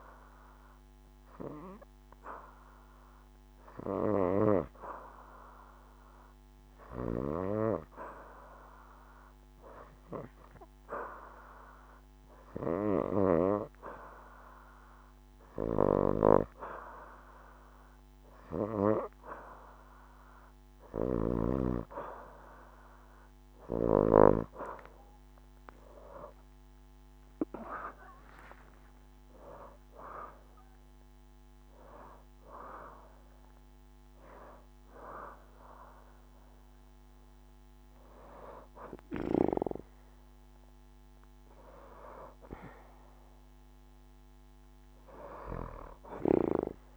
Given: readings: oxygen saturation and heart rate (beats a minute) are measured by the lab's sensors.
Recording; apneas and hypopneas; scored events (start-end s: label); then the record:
breathing in sleep by a microphone on the trachea; 1
0.00-1.50 s: oxygen desaturation (device-marked, oxygen 85% lowest, heart rate 72 extreme)
1.50-19.00 s: hypopnea (oxygen 93% before, 79% lowest, heart rate 75 before, 78 extreme, up 6 after)
3.50-39.50 s: oxygen desaturation (device-marked, oxygen 90% before, 79% lowest, heart rate 75 before, 71 extreme)
19.50-23.50 s: arousal
19.50-46.97 s: new sleep stage, N2 (light sleep)
27.50-29.50 s: long interval between heartbeats (device-marked, heart rate 81 before, 94 extreme)
45.00-46.50 s: leg movement (device-marked)
From the record:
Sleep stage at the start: REM sleep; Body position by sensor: on the back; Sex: female